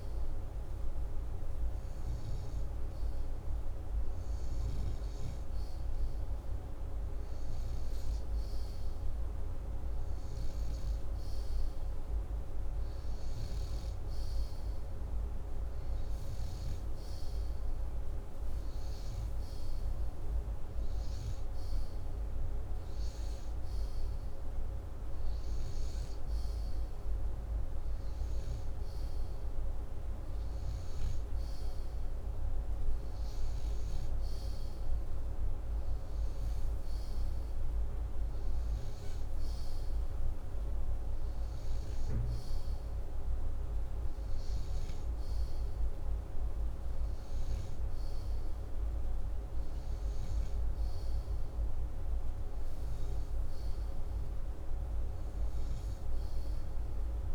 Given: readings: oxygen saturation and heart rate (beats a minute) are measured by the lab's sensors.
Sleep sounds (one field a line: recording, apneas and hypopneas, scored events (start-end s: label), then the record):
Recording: breathing in sleep, hard to hear, by a room microphone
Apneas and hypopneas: none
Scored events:
none scored
From the record:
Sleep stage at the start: N2 (light sleep)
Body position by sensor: upright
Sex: male